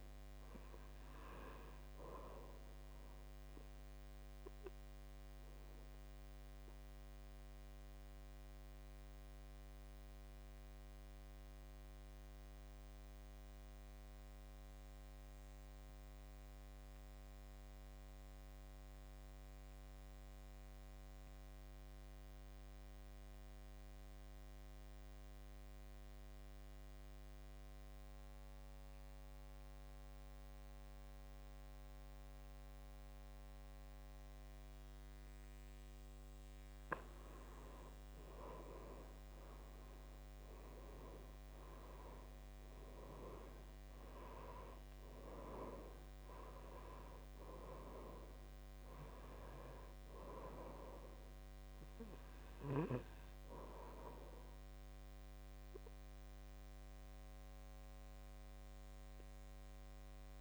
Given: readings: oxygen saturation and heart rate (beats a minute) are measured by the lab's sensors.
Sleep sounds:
breathing in sleep by a microphone on the trachea; 1
0.00-15.50 s: oxygen desaturation (device-marked, oxygen 82% lowest, heart rate 54 extreme)
3.50-35.50 s: obstructive apnea (oxygen 98% before, 79% lowest, heart rate 66 before, 54 extreme, up 9 after)
31.50-60.41 s: oxygen desaturation (device-marked, oxygen 98% before, 79% lowest, heart rate 58 before, 53 extreme)
37.50-42.50 s: arousal
From the record:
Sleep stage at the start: N2 (light sleep); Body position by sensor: on the back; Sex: male

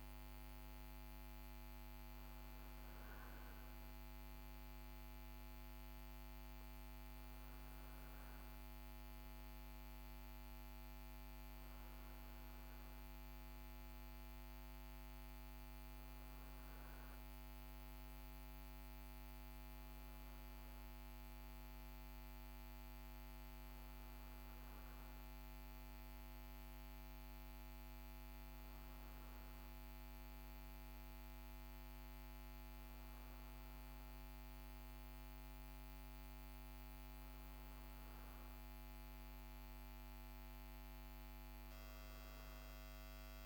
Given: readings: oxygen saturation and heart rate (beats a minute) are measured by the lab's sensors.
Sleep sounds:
a person partly awake in a sleep study, hard to hear, by a microphone on the trachea; none
6.50-43.45 s: new sleep stage, N1 (lightest sleep)
From the record:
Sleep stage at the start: awake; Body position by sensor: on the right side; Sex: male

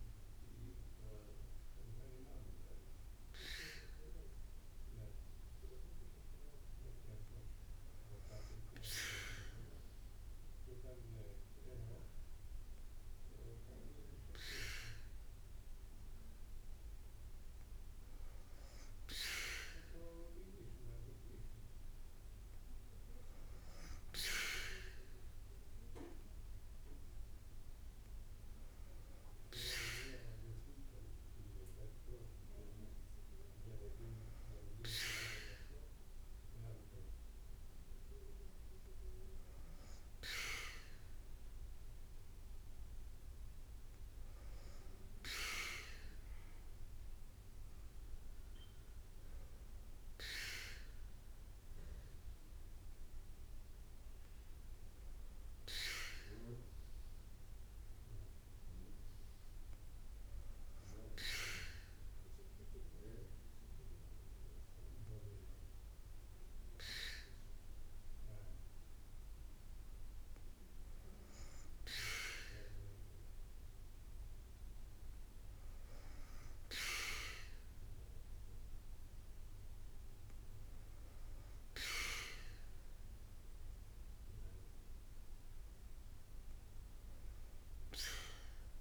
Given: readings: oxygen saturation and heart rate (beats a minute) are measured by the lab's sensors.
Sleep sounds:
breathing in sleep by a room microphone; none
87.00-88.81 s: drop in pulse transit time (device-marked, heart rate 52 before, 43 extreme)
From the record:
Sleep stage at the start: N2 (light sleep); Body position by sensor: on the back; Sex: female

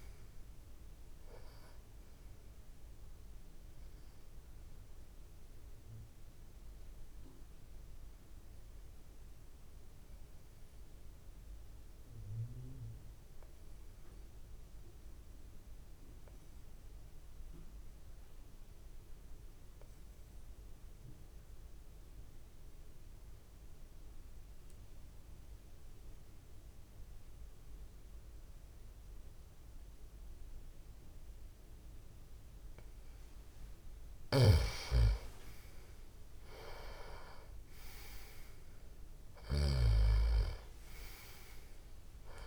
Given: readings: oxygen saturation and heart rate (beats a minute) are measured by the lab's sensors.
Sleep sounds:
breathing in sleep by a room microphone; 1
0.00-19.00 s: oxygen desaturation (device-marked, oxygen 86% lowest)
6.00-32.50 s: obstructive apnea (oxygen 97% before, 86% lowest)
31.00-42.47 s: oxygen desaturation (device-marked, oxygen 99% before, 90% lowest)
34.00-39.50 s: snoring (device-marked)
35.50-39.50 s: arousal
From the record:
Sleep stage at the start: N2 (light sleep); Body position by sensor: on the back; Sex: male

